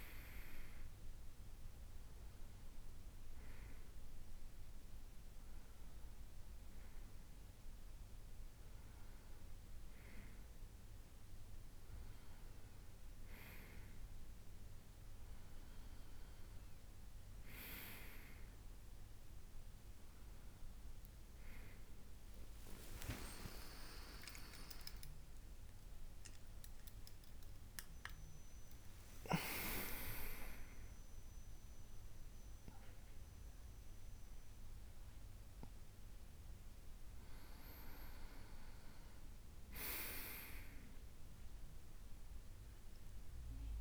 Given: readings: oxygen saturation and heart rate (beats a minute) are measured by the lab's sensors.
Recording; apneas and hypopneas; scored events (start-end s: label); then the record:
a person awake in a sleep study, by a room microphone; none
21.00-43.81 s: new sleep stage, awake
From the record:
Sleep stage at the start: N2 (light sleep); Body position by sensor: on the back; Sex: male